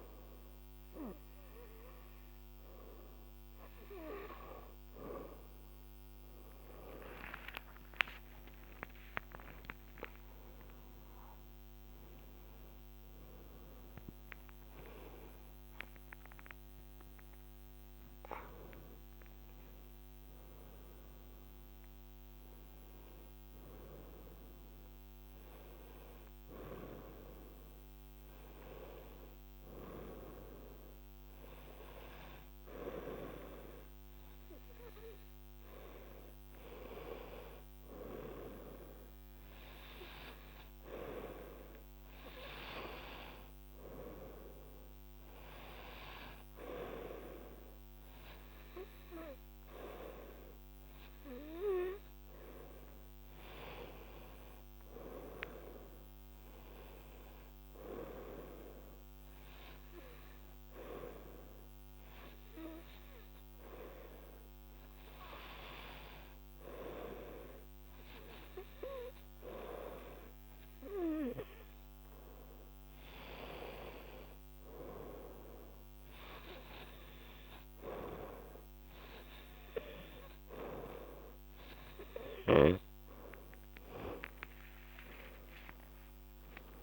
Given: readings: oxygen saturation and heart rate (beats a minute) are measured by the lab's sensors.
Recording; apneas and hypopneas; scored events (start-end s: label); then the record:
breathing in sleep by a microphone on the trachea; none
6.00-11.00 s: arousal
12.00-25.00 s: oxygen desaturation (device-marked, oxygen 95% before, 91% lowest, heart rate 84 before, 69 extreme)
From the record:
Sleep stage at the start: N2 (light sleep); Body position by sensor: on the right side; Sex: female